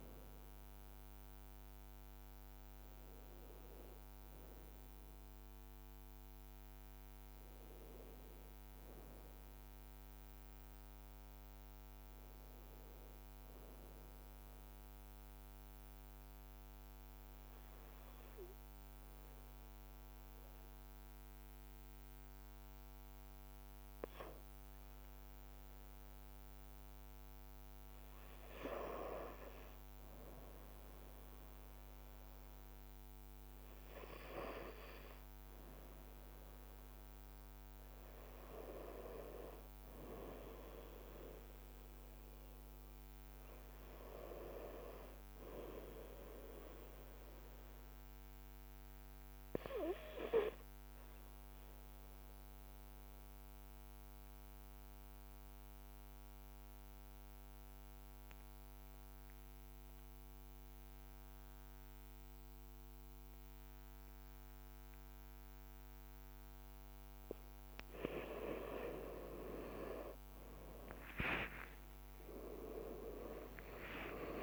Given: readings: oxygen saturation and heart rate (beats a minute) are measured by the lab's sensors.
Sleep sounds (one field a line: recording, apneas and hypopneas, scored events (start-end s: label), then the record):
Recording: breathing in sleep by a microphone on the trachea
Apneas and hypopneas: 2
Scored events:
14.50-27.00 s: obstructive apnea (oxygen 98% before, 94% lowest, heart rate 58 before, 54 extreme, up 1 after)
24.50-27.00 s: leg movement (device-marked)
26.50-74.43 s: new sleep stage, N2 (light sleep)
29.00-32.50 s: arousal
48.50-67.00 s: obstructive apnea (oxygen 98% before, 94% lowest, heart rate 55 before, 55 extreme, up 15 after)
71.50-74.43 s: arousal
From the record:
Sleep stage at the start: N1 (lightest sleep)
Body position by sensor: on the right side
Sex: male